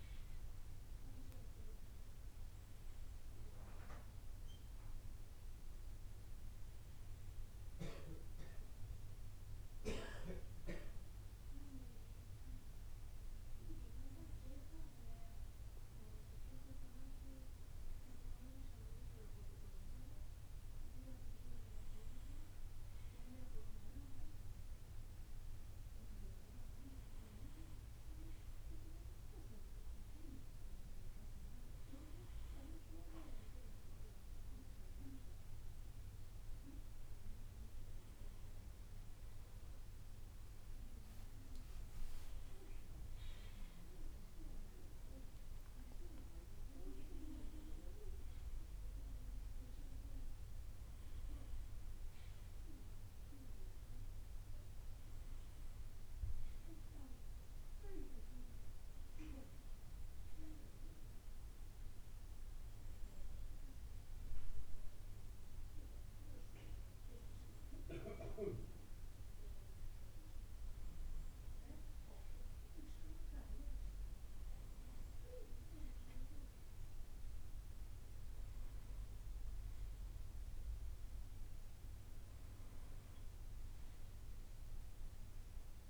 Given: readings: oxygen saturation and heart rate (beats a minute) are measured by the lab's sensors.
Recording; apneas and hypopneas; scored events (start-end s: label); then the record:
a person awake in a sleep study, by a room microphone; none
none scored
From the record:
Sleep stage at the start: awake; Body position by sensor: on the back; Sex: male